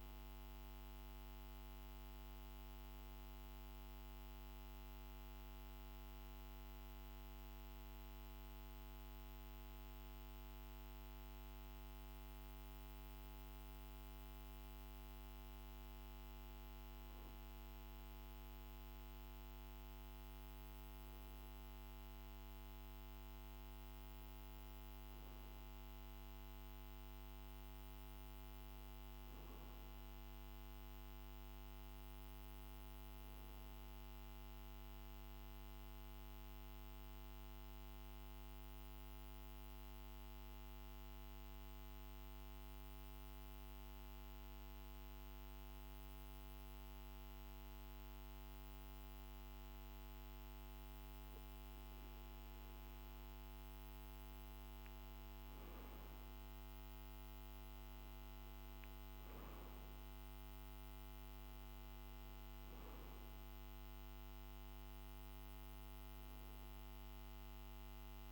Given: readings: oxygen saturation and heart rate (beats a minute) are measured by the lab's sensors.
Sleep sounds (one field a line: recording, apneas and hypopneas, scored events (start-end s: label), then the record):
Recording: breathing in sleep, hard to hear, by a microphone on the trachea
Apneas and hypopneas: 2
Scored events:
2.00-17.50 s: hypopnea (oxygen 96% before, 94% lowest, heart rate 51 before, 49 extreme, up 2 after)
20.50-25.00 s: arousal
36.50-51.50 s: obstructive apnea (oxygen 96% before, 94% lowest, heart rate 51 before, 49 extreme, up 3 after)
54.00-58.00 s: arousal
From the record:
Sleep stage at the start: N2 (light sleep)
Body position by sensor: on the back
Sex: male